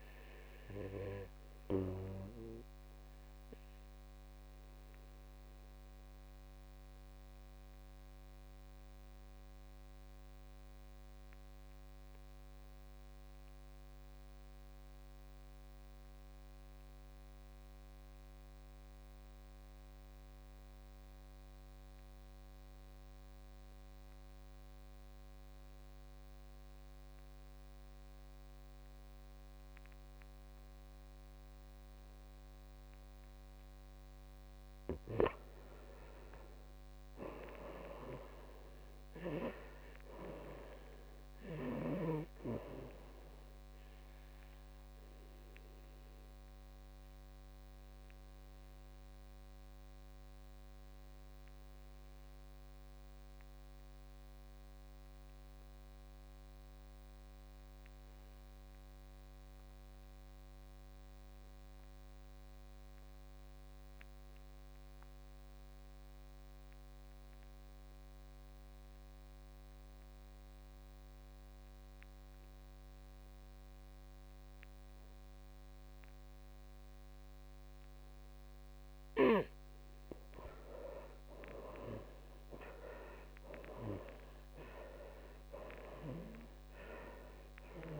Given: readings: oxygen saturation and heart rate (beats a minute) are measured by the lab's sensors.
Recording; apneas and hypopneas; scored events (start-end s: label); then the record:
breathing in sleep by a microphone on the trachea; 2
0.00-13.00 s: oxygen desaturation (device-marked, oxygen 83% lowest, heart rate 55 extreme)
2.50-33.50 s: obstructive apnea (oxygen 99% before, 76% lowest, heart rate 62 before, 55 extreme, up 10 after)
27.00-59.00 s: oxygen desaturation (device-marked, oxygen 98% before, 78% lowest, heart rate 58 before, 56 extreme)
36.00-39.50 s: arousal
45.50-78.50 s: obstructive apnea (oxygen 98% before, 75% lowest, heart rate 67 before, 56 extreme, up 9 after)
66.00-88.00 s: oxygen desaturation (device-marked, oxygen 98% before, 75% lowest, heart rate 60 before, 56 extreme)
80.50-84.00 s: arousal
From the record:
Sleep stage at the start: N2 (light sleep); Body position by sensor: on the back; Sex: male